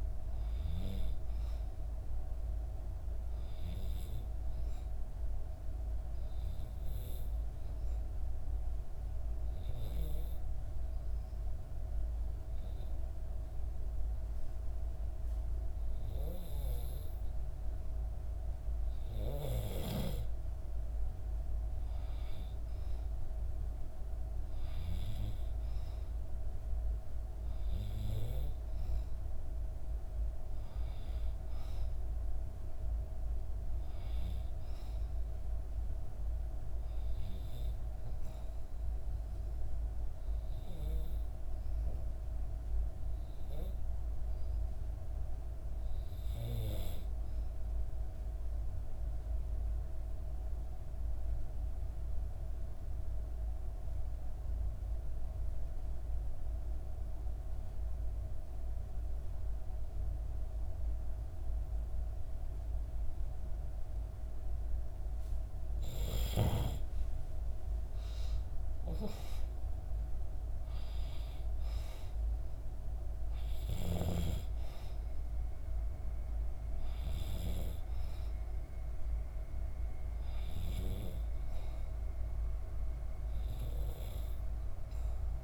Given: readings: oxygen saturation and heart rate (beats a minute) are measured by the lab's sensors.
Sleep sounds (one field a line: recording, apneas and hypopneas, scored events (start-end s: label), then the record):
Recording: breathing in sleep by a room microphone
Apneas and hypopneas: 2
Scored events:
7.50-19.00 s: obstructive apnea (oxygen 96% before, 91% lowest, heart rate 66 before, 63 extreme, up 2 after)
26.50-30.00 s: arousal
47.50-64.50 s: obstructive apnea (oxygen 96% before, 90% lowest, heart rate 65 before, 62 extreme, up 4 after)
61.00-85.44 s: oxygen desaturation (device-marked, oxygen 96% before, 90% lowest, heart rate 64 before, 62 extreme)
66.00-70.00 s: arousal
From the record:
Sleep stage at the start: N2 (light sleep)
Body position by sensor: on the back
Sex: female